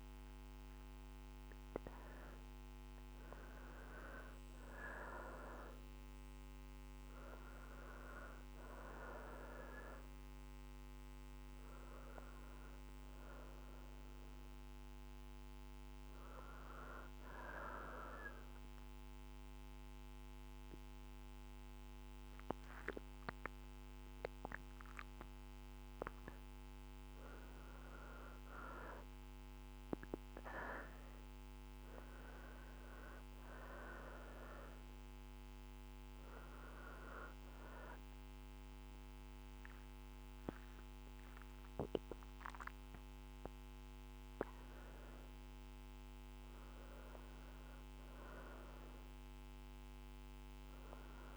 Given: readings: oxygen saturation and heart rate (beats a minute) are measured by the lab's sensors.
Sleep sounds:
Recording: breathing in sleep by a microphone on the trachea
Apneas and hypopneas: 1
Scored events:
8.00-12.50 s: arousal
13.00-23.00 s: oxygen desaturation (device-marked, oxygen 95% before, 92% lowest, heart rate 84 before, 60 extreme)
16.50-27.50 s: obstructive apnea (oxygen 95% before, 90% lowest, heart rate 76 before, 60 extreme, up 7 after)
30.50-35.00 s: arousal
33.00-46.00 s: oxygen desaturation (device-marked, oxygen 96% before, 90% lowest, heart rate 64 before, 60 extreme)
From the record:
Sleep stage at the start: N2 (light sleep)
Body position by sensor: on the right side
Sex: female

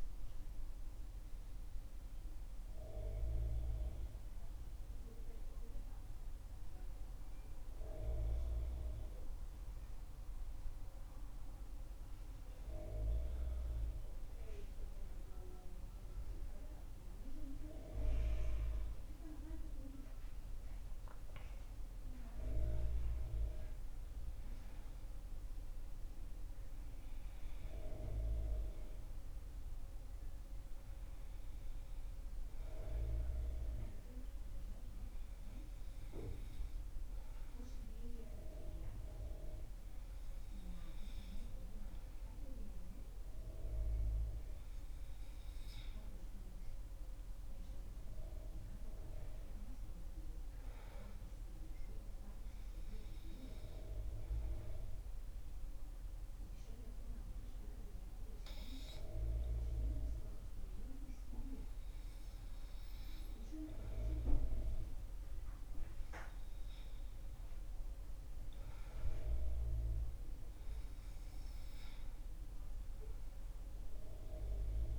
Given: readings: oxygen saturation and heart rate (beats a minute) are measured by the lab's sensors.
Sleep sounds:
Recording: breathing in sleep by a room microphone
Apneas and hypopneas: none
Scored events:
none scored
From the record:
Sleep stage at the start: N2 (light sleep)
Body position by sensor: on the back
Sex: male

